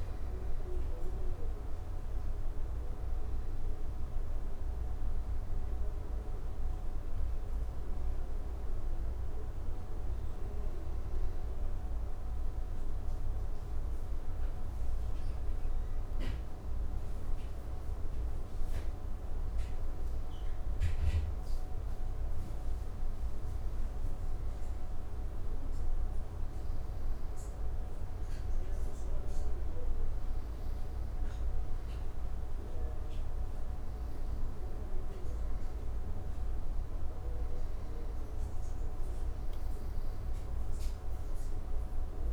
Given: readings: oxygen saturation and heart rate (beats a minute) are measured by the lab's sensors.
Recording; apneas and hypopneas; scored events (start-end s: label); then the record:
a person awake in a sleep study, hard to hear, by a room microphone; none
none scored
From the record:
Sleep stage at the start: awake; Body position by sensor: on the back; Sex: male